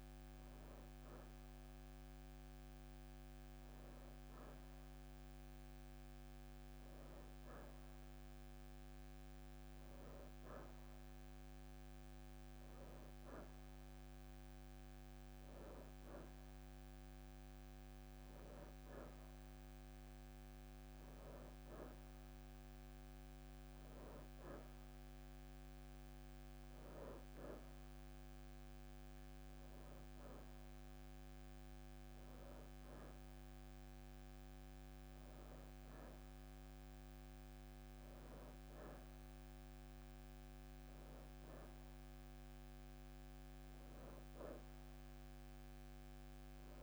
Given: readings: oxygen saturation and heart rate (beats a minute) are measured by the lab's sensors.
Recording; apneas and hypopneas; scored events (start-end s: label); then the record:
breathing in sleep, hard to hear, by a microphone on the trachea; none
0.00-7.00 s: oxygen desaturation (device-marked, oxygen 84% lowest, heart rate 57 extreme)
29.00-33.00 s: leg movement (device-marked)
31.00-35.50 s: arousal
From the record:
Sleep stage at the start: N2 (light sleep); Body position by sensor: on the right side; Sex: female